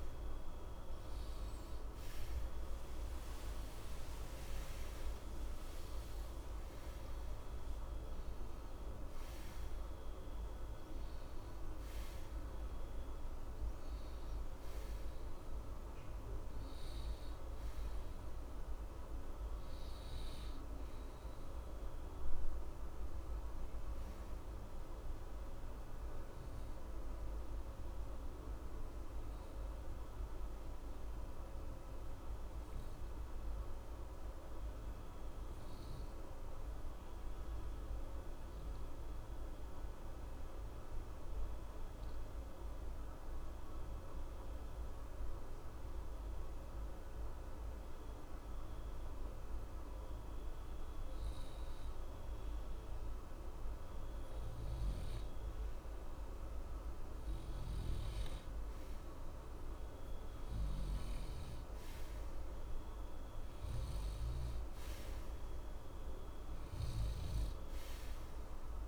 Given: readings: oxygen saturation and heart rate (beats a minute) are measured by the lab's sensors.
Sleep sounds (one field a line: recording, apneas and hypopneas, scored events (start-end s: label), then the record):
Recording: breathing in sleep, hard to hear, by a room microphone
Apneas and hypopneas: 1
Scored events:
18.00-37.00 s: oxygen desaturation (device-marked, oxygen 93% before, 90% lowest, heart rate 64 before, 61 extreme)
29.00-51.00 s: obstructive apnea (oxygen 94% before, 90% lowest, heart rate 65 before, 61 extreme, up 0 after)
53.50-57.00 s: arousal
58.00-68.88 s: oxygen desaturation (device-marked, oxygen 96% before, 90% lowest, heart rate 63 before, 61 extreme)
From the record:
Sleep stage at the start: N2 (light sleep)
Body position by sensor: on the right side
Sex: male